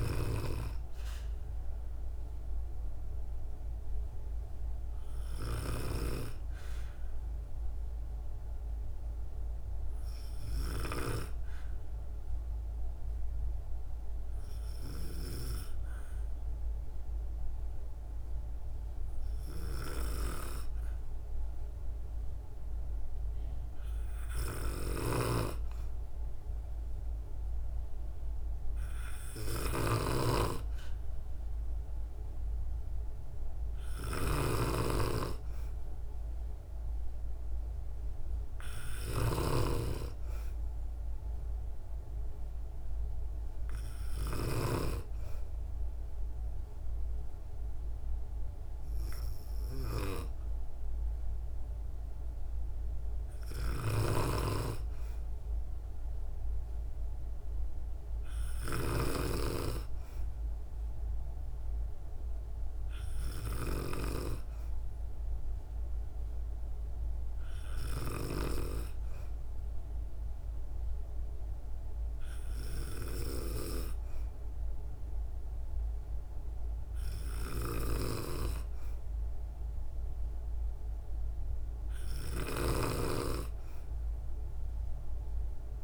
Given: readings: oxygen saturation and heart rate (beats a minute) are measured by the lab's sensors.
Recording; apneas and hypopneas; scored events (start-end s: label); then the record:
breathing in sleep by a room microphone; 1
11.50-22.00 s: obstructive apnea (oxygen 97% before, 94% lowest, heart rate 59 before, 58 extreme, up 2 after)
23.50-27.00 s: arousal
24.50-44.50 s: snoring (device-marked)
26.00-41.00 s: oxygen desaturation (device-marked, oxygen 97% before, 94% lowest, heart rate 60 before, 58 extreme)
53.50-58.50 s: snoring (device-marked)
From the record:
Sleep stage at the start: N2 (light sleep); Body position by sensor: on the back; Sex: female